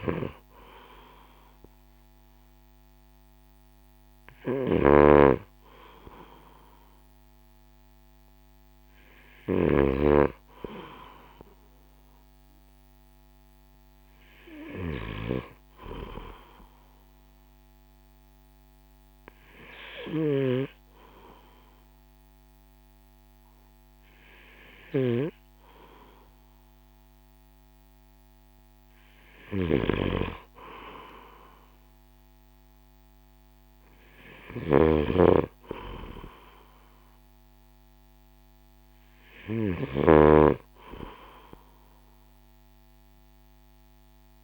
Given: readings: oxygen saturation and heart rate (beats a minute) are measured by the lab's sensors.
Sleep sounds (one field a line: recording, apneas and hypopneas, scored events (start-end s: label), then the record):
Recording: breathing in sleep by a microphone on the trachea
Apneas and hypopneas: none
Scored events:
4.00-9.00 s: snoring (device-marked)
19.50-44.44 s: snoring (device-marked)
From the record:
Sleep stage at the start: N2 (light sleep)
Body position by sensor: on the right side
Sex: male